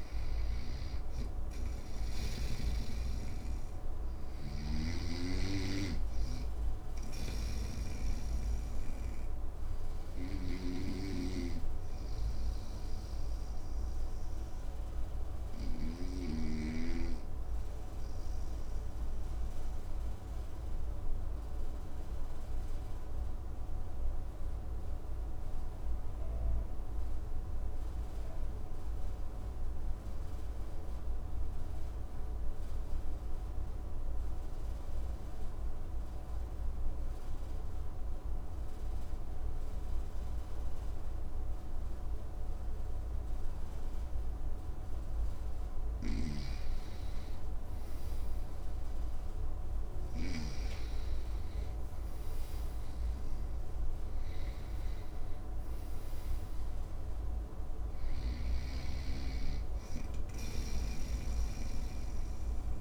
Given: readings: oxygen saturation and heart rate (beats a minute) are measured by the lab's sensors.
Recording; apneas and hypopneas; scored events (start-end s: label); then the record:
breathing in sleep by a room microphone; 1
0.00-32.00 s: oxygen desaturation (device-marked, oxygen 86% lowest, heart rate 57 extreme)
10.00-15.50 s: snoring (device-marked)
10.50-44.50 s: obstructive apnea (oxygen 99% before, 86% lowest, heart rate 67 before, 57 extreme, up 11 after)
45.50-50.00 s: snoring (device-marked)
48.00-53.00 s: arousal
48.00-62.81 s: oxygen desaturation (device-marked, oxygen 99% before, 90% lowest, heart rate 59 before, 60 extreme)
60.00-62.81 s: snoring (device-marked)
From the record:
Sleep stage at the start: REM sleep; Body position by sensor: on the right side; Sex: male